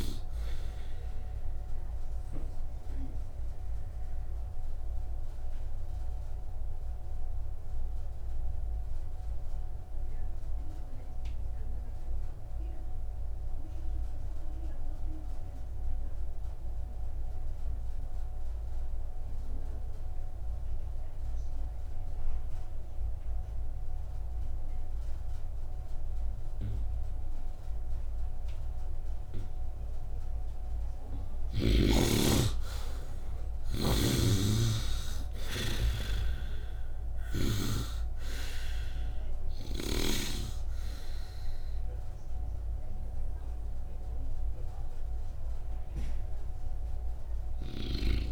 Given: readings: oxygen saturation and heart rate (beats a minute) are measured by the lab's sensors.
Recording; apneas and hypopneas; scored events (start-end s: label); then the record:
breathing in sleep by a room microphone; 1
2.50-31.00 s: obstructive apnea (oxygen 96% before, 64% lowest, heart rate 59 before, 57 extreme, up 4 after)
4.00-14.00 s: oxygen desaturation (device-marked, oxygen 77% before, 64% lowest, heart rate 62 before, 57 extreme)
32.50-36.50 s: arousal
34.00-38.00 s: snoring (device-marked)
34.00-48.32 s: oxygen desaturation (device-marked, oxygen 99% before, 67% lowest, heart rate 65 before, 54 extreme)
From the record:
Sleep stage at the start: N2 (light sleep); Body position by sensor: upright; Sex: male